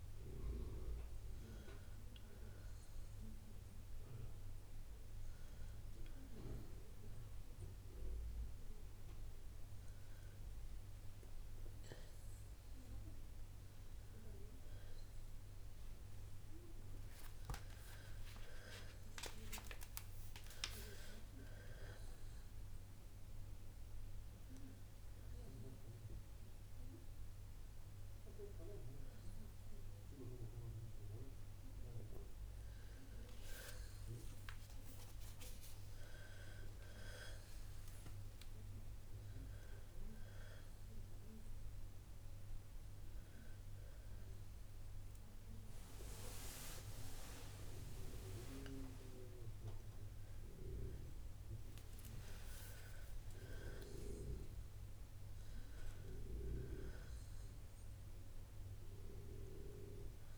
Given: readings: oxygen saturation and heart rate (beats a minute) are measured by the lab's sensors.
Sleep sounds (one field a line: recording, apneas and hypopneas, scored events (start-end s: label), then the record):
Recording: breathing in sleep by a room microphone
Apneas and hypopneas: 2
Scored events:
2.00-12.00 s: obstructive apnea (oxygen 94% before, 91% lowest, heart rate 64 before, 61 extreme, up 1 after)
14.00-18.50 s: arousal
37.00-47.00 s: hypopnea (oxygen 93% before, 92% lowest, heart rate 63 before, 63 extreme, up 1 after)
49.00-54.00 s: arousal
From the record:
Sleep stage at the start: N2 (light sleep)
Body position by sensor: on the back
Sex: female